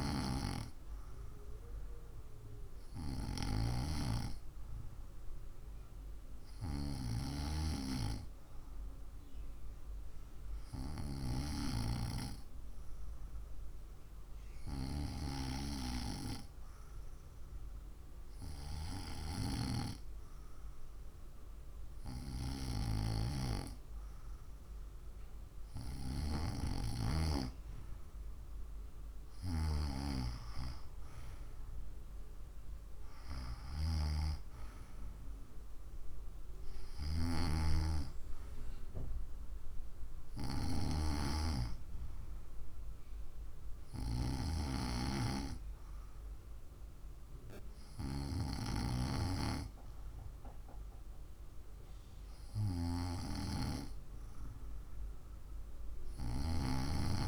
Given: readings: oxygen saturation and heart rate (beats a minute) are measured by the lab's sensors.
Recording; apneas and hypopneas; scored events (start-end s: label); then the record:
breathing in sleep by a room microphone; 1
8.00-24.00 s: hypopnea (oxygen 95% before, 93% lowest, heart rate 65 before, 62 extreme, up 4 after)
27.00-30.00 s: arousal
From the record:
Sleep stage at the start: N2 (light sleep); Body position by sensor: on the right side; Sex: female